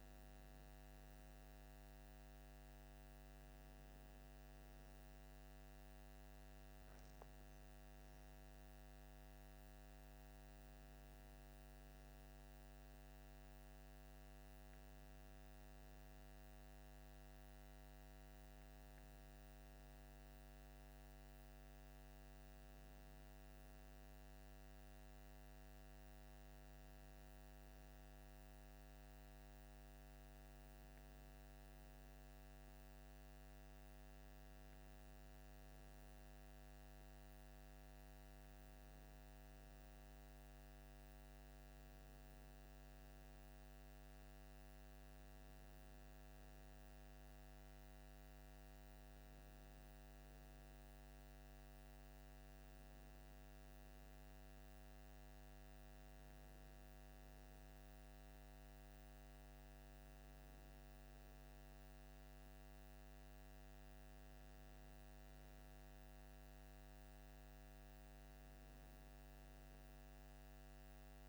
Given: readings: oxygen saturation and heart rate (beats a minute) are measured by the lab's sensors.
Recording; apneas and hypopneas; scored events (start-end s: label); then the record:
breathing in sleep, hard to hear, by a microphone on the trachea; none
none scored
From the record:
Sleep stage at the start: N2 (light sleep); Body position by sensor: on the left side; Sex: male